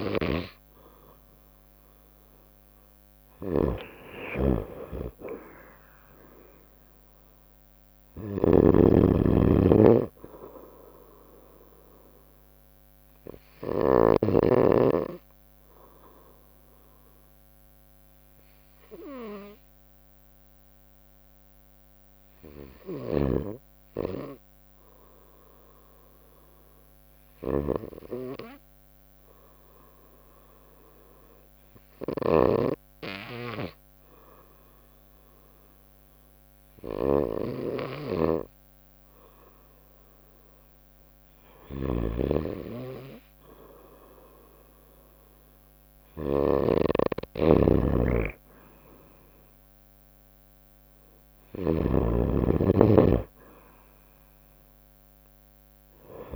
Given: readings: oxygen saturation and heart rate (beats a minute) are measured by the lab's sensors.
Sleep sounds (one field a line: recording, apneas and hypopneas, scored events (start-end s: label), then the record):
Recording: breathing in sleep by a microphone on the trachea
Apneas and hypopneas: 1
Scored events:
0.00-14.50 s: snoring (device-marked)
5.00-29.00 s: oxygen desaturation (device-marked, oxygen 96% before, 92% lowest, heart rate 62 before, 60 extreme)
14.00-40.00 s: obstructive apnea (oxygen 97% before, 88% lowest, heart rate 64 before, 60 extreme, up 1 after)
41.50-56.36 s: snoring (device-marked)
43.00-47.50 s: arousal
47.00-56.36 s: oxygen desaturation (device-marked, oxygen 95% before, 88% lowest, heart rate 62 before, 60 extreme)
From the record:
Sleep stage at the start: N2 (light sleep)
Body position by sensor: on the right side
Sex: female